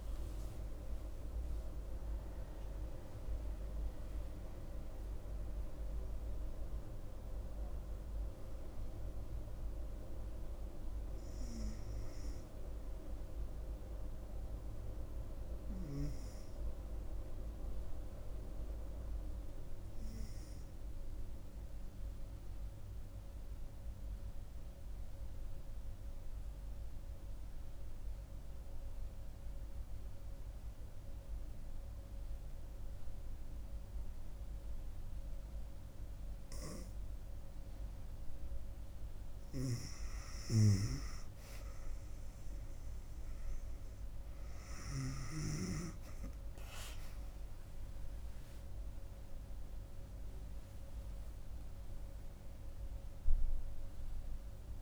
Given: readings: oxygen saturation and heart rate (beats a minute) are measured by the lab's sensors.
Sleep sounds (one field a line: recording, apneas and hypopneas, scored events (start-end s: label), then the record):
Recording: breathing in sleep by a room microphone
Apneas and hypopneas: 1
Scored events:
22.00-36.50 s: obstructive apnea (oxygen 98% before, 93% lowest, heart rate 73 before, 67 extreme, up 3 after)
39.00-41.00 s: arousal
40.50-54.82 s: oxygen desaturation (device-marked, oxygen 98% before, 93% lowest, heart rate 68 before, 65 extreme)
From the record:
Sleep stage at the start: N2 (light sleep)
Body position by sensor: on the right side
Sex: female